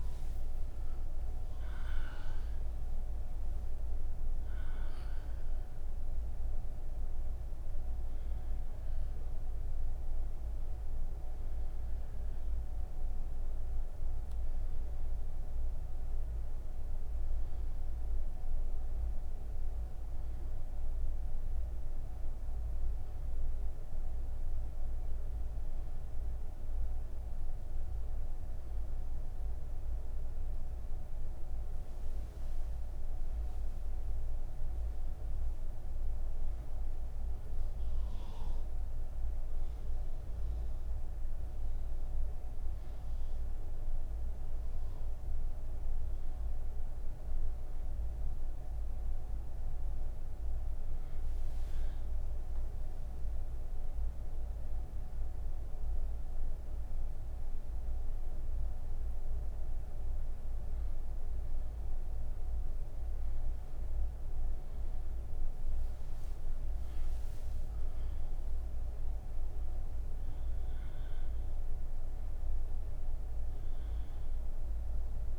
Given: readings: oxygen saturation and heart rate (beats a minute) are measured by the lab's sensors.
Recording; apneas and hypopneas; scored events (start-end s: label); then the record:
breathing in sleep, hard to hear, by a room microphone; 1
33.50-47.50 s: oxygen desaturation (device-marked, oxygen 97% before, 94% lowest)
41.00-52.00 s: hypopnea (oxygen 98% before, 94% lowest)
From the record:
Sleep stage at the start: N1 (lightest sleep); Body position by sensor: on the right side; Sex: female